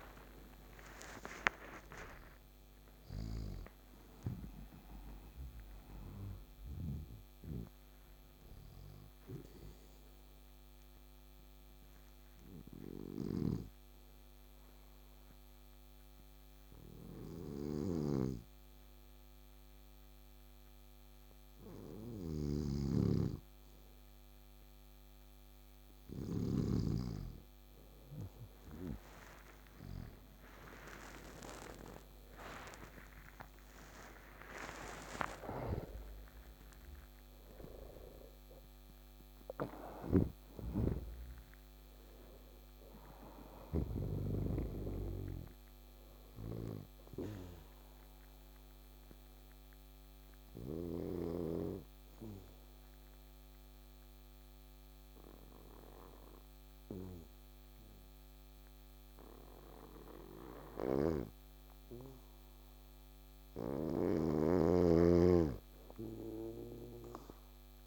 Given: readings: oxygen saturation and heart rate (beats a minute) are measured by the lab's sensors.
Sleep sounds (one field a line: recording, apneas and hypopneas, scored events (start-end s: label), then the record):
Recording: breathing in sleep by a microphone on the trachea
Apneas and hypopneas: 2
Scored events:
0.00-1.00 s: arousal
0.00-4.00 s: oxygen desaturation (device-marked, oxygen 93% lowest, heart rate 66 extreme)
2.50-6.50 s: snoring (device-marked)
10.50-24.00 s: obstructive apnea (oxygen 94% before, 92% lowest, heart rate 76 before, 66 extreme, up 20 after)
17.50-43.50 s: snoring (device-marked)
30.00-34.00 s: arousal
48.00-63.00 s: obstructive apnea (oxygen 100% before, 91% lowest, heart rate 80 before, 62 extreme, up 4 after)
64.00-67.86 s: snoring (device-marked)
From the record:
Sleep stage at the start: N2 (light sleep)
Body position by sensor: on the back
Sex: male